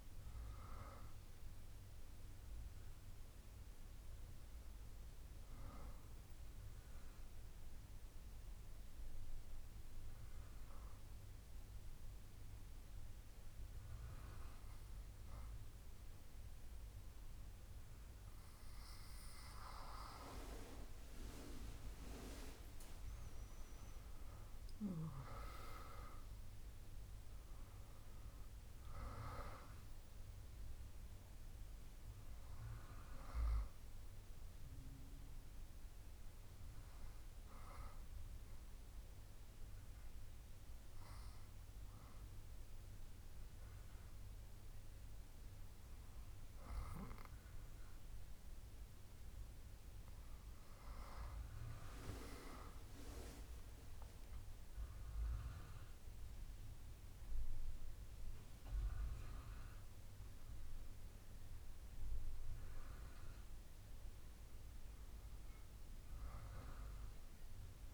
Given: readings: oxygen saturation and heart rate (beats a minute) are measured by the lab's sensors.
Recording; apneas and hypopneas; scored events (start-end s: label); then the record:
breathing in sleep by a room microphone; 2
6.50-19.50 s: obstructive apnea (oxygen 99% before, 97% lowest, heart rate 100 before, 70 extreme, up 26 after)
21.50-25.50 s: arousal
36.50-49.50 s: hypopnea (oxygen 99% before, 96% lowest, heart rate 81 before, 66 extreme, up 5 after)
54.00-58.50 s: arousal
60.00-67.94 s: new sleep stage, N1 (lightest sleep)
From the record:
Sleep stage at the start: N2 (light sleep); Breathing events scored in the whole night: 327 in 5.3 hours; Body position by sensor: on the back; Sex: female